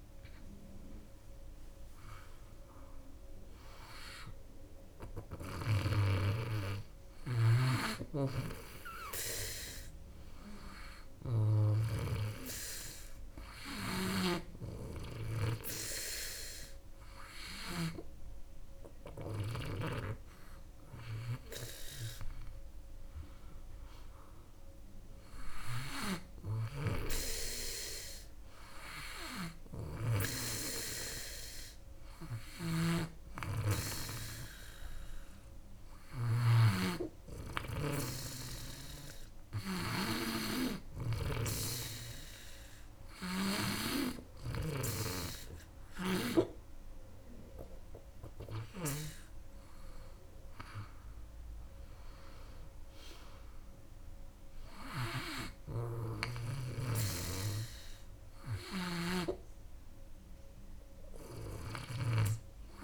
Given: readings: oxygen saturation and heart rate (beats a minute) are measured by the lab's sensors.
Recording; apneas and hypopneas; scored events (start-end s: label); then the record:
breathing in sleep by a room microphone; none
7.50-15.00 s: snoring (device-marked)
25.50-30.00 s: snoring (device-marked)
32.00-46.00 s: snoring (device-marked)
54.50-62.00 s: snoring (device-marked)
From the record:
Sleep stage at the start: N2 (light sleep); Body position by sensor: on the back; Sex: female